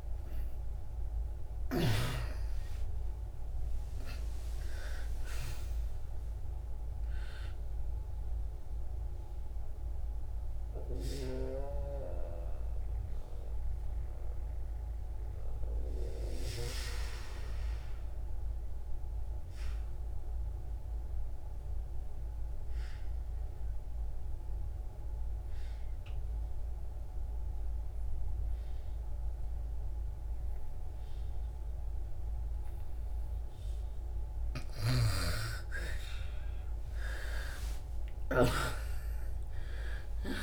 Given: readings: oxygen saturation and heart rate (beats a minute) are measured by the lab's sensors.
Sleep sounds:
breathing in sleep by a room microphone; 1
0.00-4.00 s: arousal
0.00-28.00 s: oxygen desaturation (device-marked, oxygen 78% lowest, heart rate 58 extreme)
10.50-35.00 s: mixed apnea (oxygen 98% before, 78% lowest, heart rate 71 before, 61 extreme, up 43 after)
30.00-40.42 s: oxygen desaturation (device-marked, oxygen 99% before, 82% lowest, heart rate 66 before, 63 extreme)
36.50-40.42 s: arousal
From the record:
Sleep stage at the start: N2 (light sleep); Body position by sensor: on the back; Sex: female

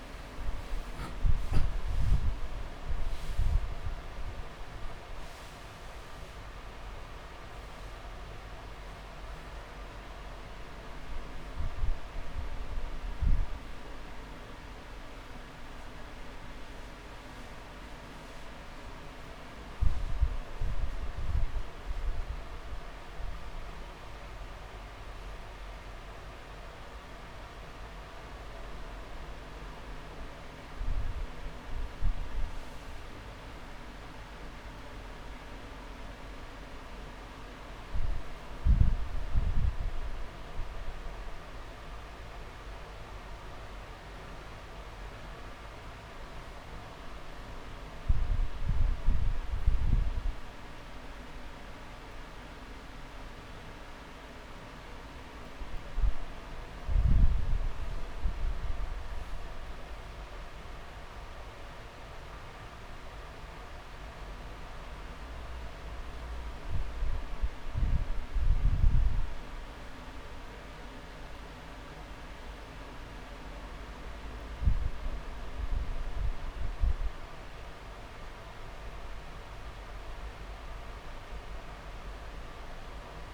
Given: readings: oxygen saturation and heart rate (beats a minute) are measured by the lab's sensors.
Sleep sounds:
a person partly awake in a sleep study, hard to hear, by a room microphone; none
1.00-3.00 s: long interval between heartbeats (device-marked)
9.50-11.50 s: long interval between heartbeats (device-marked)
12.00-24.00 s: oxygen desaturation (device-marked, oxygen 100% before, 96% lowest)
14.00-16.00 s: long interval between heartbeats (device-marked)
18.00-28.00 s: drop in pulse transit time (device-marked)
18.50-20.50 s: long interval between heartbeats (device-marked)
23.00-25.00 s: long interval between heartbeats (device-marked)
27.00-83.34 s: new sleep stage, N2 (light sleep)
33.00-35.00 s: long interval between heartbeats (device-marked)
39.50-41.50 s: long interval between heartbeats (device-marked)
43.00-53.00 s: drop in pulse transit time (device-marked)
49.50-51.50 s: long interval between heartbeats (device-marked)
61.00-63.00 s: long interval between heartbeats (device-marked)
71.00-73.00 s: long interval between heartbeats (device-marked)
81.50-83.34 s: long interval between heartbeats (device-marked)
From the record:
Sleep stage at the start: awake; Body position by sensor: on the back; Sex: male

